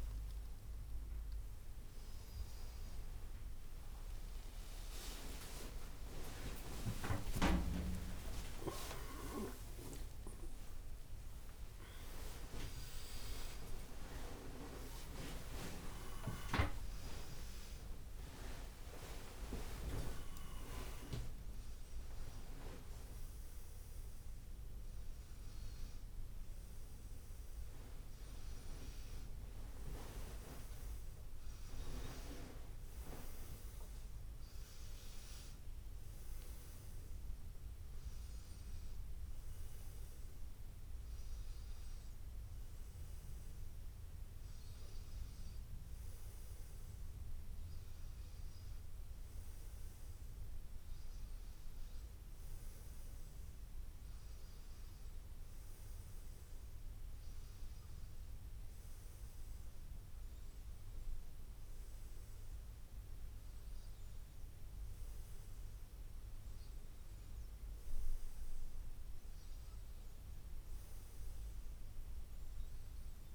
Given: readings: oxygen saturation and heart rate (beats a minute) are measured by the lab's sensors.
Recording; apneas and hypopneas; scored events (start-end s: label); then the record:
a person partly awake in a sleep study, by a room microphone; none
4.50-6.50 s: long interval between heartbeats (device-marked, heart rate 92 before, 106 extreme)
8.00-10.00 s: long interval between heartbeats (device-marked, heart rate 94 before, 133 extreme)
15.00-17.00 s: long interval between heartbeats (device-marked, heart rate 101 before, 72 extreme)
24.50-73.35 s: new sleep stage, N1 (lightest sleep)
From the record:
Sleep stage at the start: awake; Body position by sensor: on the back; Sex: male